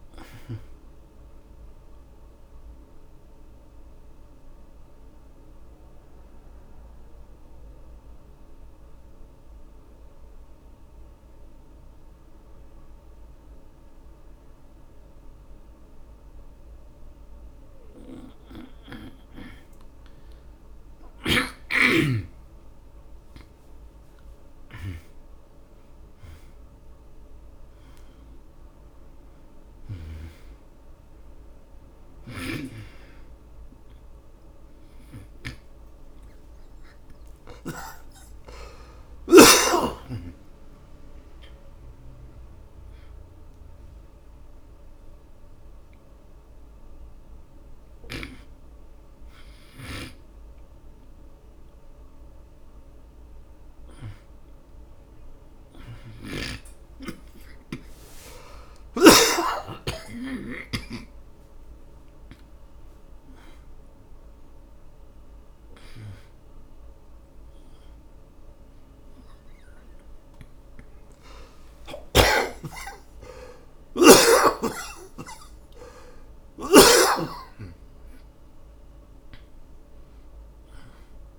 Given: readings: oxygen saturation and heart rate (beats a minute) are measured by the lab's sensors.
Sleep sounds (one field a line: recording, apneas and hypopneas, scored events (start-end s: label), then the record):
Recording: a person partly awake in a sleep study, by a room microphone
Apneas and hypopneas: 1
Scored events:
0.00-17.50 s: oxygen desaturation (device-marked, oxygen 81% lowest)
3.00-19.00 s: mixed apnea (oxygen 96% before, 81% lowest)
20.50-23.50 s: arousal
32.50-38.50 s: snoring (device-marked)
32.50-42.50 s: oxygen desaturation (device-marked, oxygen 95% before, 84% lowest)
43.50-73.50 s: new sleep stage, awake
65.50-79.50 s: oxygen desaturation (device-marked, oxygen 97% before, 92% lowest)
73.50-81.39 s: new sleep stage, N1 (lightest sleep)
From the record:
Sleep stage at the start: N2 (light sleep)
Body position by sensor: on the back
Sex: male